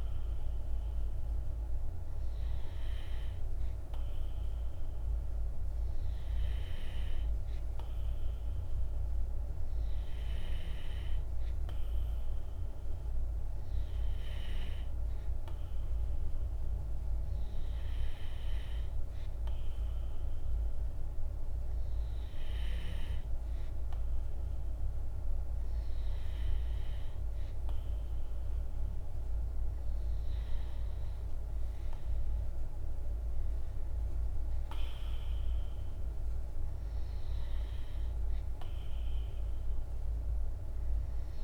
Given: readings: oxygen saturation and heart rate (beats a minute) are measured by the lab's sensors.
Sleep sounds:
breathing in sleep, hard to hear, by a room microphone; none
38.00-41.44 s: arousal
From the record:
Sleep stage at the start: N2 (light sleep); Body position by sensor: on the back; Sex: male

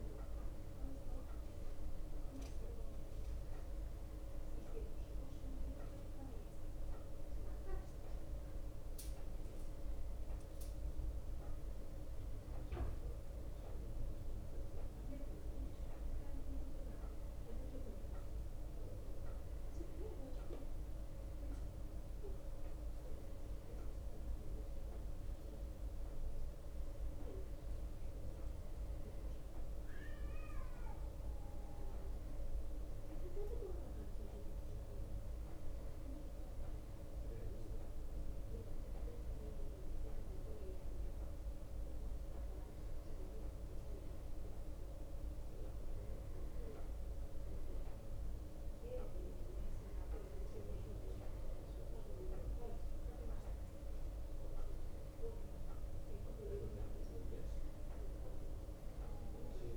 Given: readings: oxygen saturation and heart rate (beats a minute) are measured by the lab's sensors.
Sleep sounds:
breathing in sleep, hard to hear, by a room microphone; none
none scored
From the record:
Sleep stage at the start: N1 (lightest sleep); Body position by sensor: on the back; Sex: male

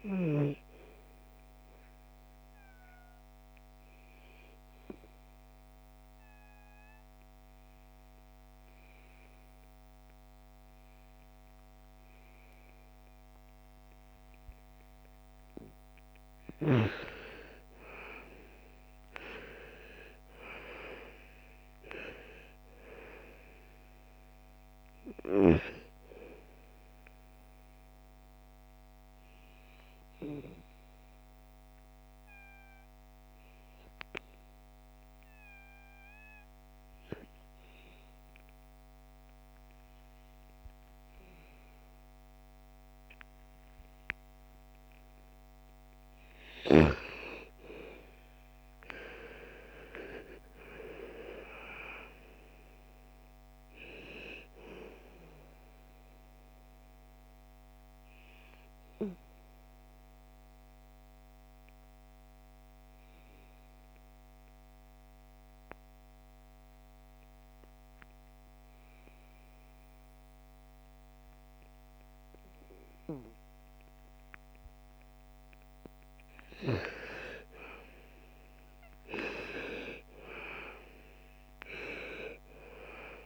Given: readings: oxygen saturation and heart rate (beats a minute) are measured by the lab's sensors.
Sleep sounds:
breathing in sleep by a microphone on the trachea; 3
0.00-7.00 s: oxygen desaturation (device-marked, oxygen 91% lowest, heart rate 54 extreme)
0.50-14.00 s: obstructive apnea (oxygen 97% before, 86% lowest, heart rate 61 before, 54 extreme, up 11 after)
17.00-21.00 s: arousal
18.00-36.00 s: oxygen desaturation (device-marked, oxygen 97% before, 86% lowest, heart rate 57 before, 55 extreme)
26.50-45.00 s: obstructive apnea (oxygen 97% before, 86% lowest, heart rate 59 before, 54 extreme, up 10 after)
46.50-51.00 s: arousal
47.00-74.00 s: oxygen desaturation (device-marked, oxygen 98% before, 87% lowest, heart rate 57 before, 54 extreme)
55.50-75.00 s: obstructive apnea (oxygen 98% before, 87% lowest, heart rate 59 before, 54 extreme, up 9 after)
77.50-81.50 s: arousal
From the record:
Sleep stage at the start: N2 (light sleep); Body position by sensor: on the back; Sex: female

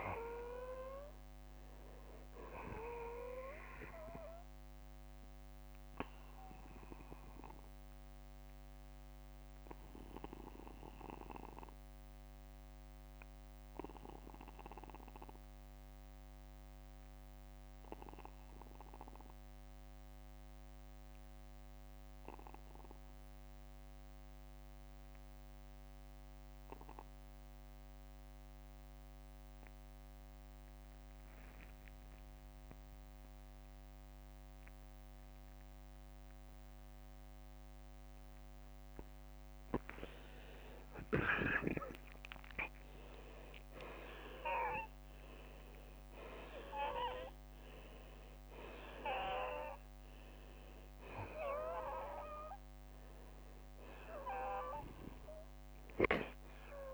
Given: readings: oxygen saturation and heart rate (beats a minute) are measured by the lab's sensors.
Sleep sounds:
breathing in sleep by a microphone on the trachea; 1
0.00-29.50 s: oxygen desaturation (device-marked, oxygen 83% lowest, heart rate 39 extreme)
5.50-39.00 s: obstructive apnea (oxygen 96% before, 80% lowest, heart rate 61 before, 39 extreme, up 30 after)
6.00-8.00 s: long interval between heartbeats (device-marked, heart rate 61 before, 67 extreme)
18.50-20.50 s: long interval between heartbeats (device-marked, heart rate 59 before, 55 extreme)
29.50-31.50 s: long interval between heartbeats (device-marked, heart rate 52 before, 49 extreme)
33.50-35.50 s: long interval between heartbeats (device-marked, heart rate 51 before, 46 extreme)
40.50-44.00 s: arousal
50.50-56.94 s: oxygen desaturation (device-marked, oxygen 94% before, 80% lowest, heart rate 52 before, 49 extreme)
From the record:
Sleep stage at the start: N2 (light sleep); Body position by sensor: on the back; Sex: male

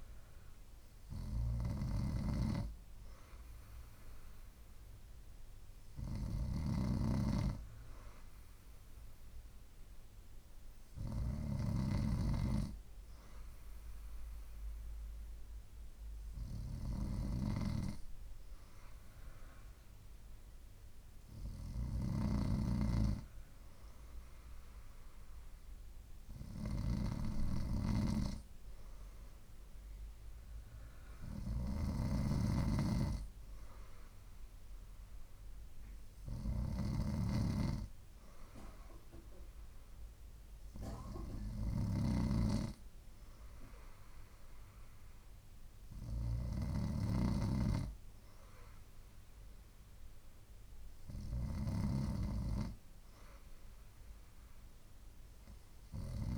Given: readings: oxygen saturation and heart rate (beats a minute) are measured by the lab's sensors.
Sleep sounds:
breathing in sleep by a room microphone; none
none scored
From the record:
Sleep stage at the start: N2 (light sleep); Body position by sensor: on the right side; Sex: female

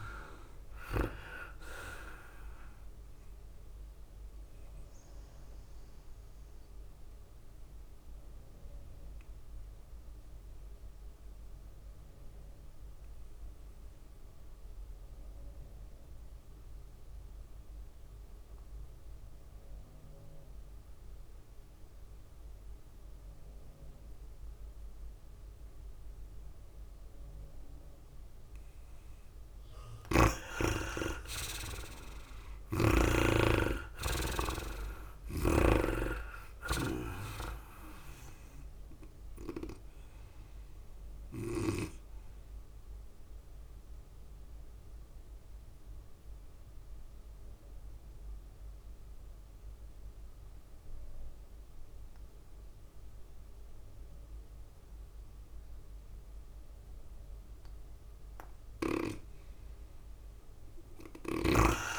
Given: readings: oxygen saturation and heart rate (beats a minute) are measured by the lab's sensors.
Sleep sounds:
breathing in sleep by a room microphone; 2
0.00-9.50 s: drop in pulse transit time (device-marked, heart rate 104 extreme)
0.00-14.50 s: oxygen desaturation (device-marked, oxygen 83% lowest, heart rate 101 extreme)
0.00-51.50 s: tachycardia (device-marked, heart rate 110 extreme)
6.00-29.00 s: mixed apnea (oxygen 98% before, 83% lowest, heart rate 104 before, 101 extreme, up 4 after)
27.50-53.50 s: oxygen desaturation (device-marked, oxygen 99% before, 83% lowest, heart rate 104 before, 99 extreme)
31.50-36.00 s: arousal
44.00-57.50 s: obstructive apnea (oxygen 99% before, 83% lowest, heart rate 104 before, 99 extreme, up 3 after)
59.50-61.99 s: tachycardia (device-marked, heart rate 104 before, 108 extreme)
60.50-61.99 s: oxygen desaturation (device-marked, oxygen 98% before, 84% lowest, heart rate 104 before, 99 extreme)
From the record:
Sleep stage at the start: N2 (light sleep); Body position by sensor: on the back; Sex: female

